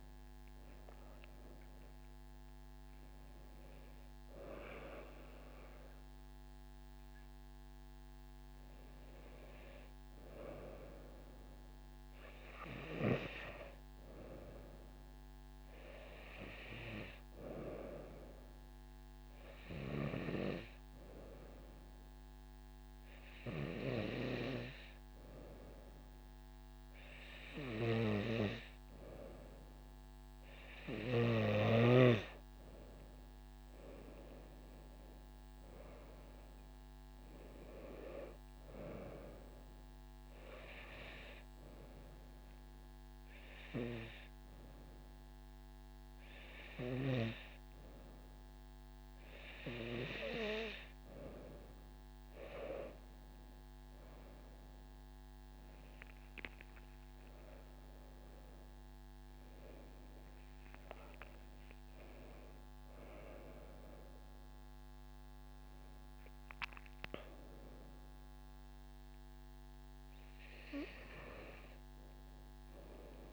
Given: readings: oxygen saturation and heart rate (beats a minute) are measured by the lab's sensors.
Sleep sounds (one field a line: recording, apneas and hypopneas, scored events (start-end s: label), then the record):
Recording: breathing in sleep by a microphone on the trachea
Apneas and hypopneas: 2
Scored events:
0.00-1.50 s: arousal
20.50-31.00 s: hypopnea (oxygen 97% before, 94% lowest)
33.50-36.50 s: arousal
42.00-53.00 s: hypopnea (oxygen 97% before, 94% lowest)
54.50-57.50 s: arousal
From the record:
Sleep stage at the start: N2 (light sleep)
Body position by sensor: on the right side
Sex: female